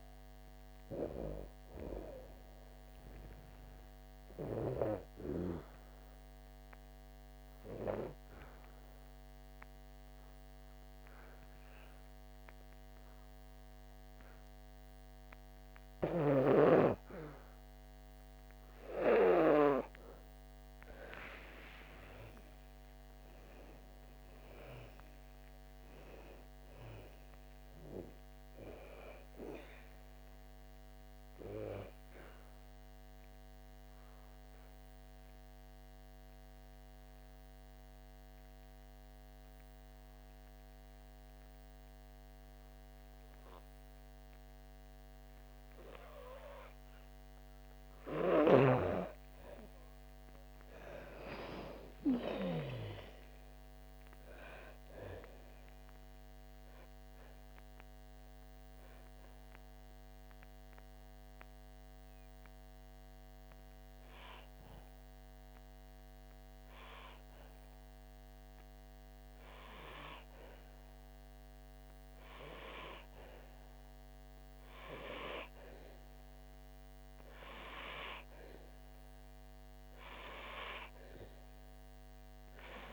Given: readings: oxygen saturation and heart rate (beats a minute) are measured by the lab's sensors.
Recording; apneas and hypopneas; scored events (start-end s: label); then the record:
breathing in sleep by a microphone on the trachea; 3
6.50-22.00 s: hypopnea (oxygen 96% before, 91% lowest, heart rate 68 before, 58 extreme, up 8 after)
15.50-20.50 s: oxygen desaturation (device-marked, oxygen 95% before, 92% lowest, heart rate 67 before, 58 extreme)
23.50-28.50 s: arousal
33.50-48.00 s: obstructive apnea (oxygen 97% before, 91% lowest, heart rate 66 before, 58 extreme, up 11 after)
42.50-51.50 s: oxygen desaturation (device-marked, oxygen 95% before, 92% lowest, heart rate 65 before, 58 extreme)
50.50-53.50 s: arousal
57.00-69.50 s: obstructive apnea (oxygen 97% before, 91% lowest, heart rate 62 before, 58 extreme, up 7 after)
69.50-79.50 s: oxygen desaturation (device-marked, oxygen 96% before, 91% lowest, heart rate 65 before, 62 extreme)
72.50-75.50 s: arousal
From the record:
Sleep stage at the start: N2 (light sleep); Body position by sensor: on the back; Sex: female